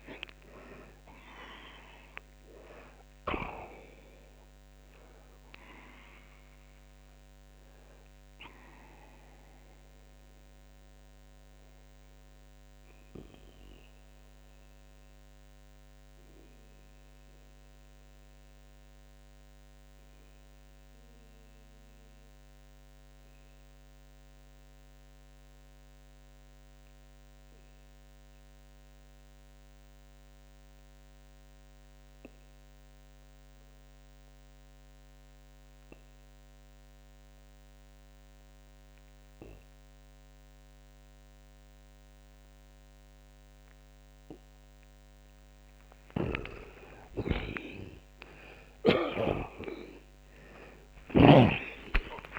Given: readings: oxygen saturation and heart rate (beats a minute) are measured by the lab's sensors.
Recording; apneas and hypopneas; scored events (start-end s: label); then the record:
breathing in sleep by a microphone on the trachea; 1
9.50-45.00 s: obstructive apnea (oxygen 91% before, 76% lowest)
17.00-40.00 s: oxygen desaturation (device-marked, oxygen 89% before, 79% lowest)
45.50-49.00 s: snoring (device-marked)
47.00-51.50 s: arousal
From the record:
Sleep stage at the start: N2 (light sleep); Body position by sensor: on the back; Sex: male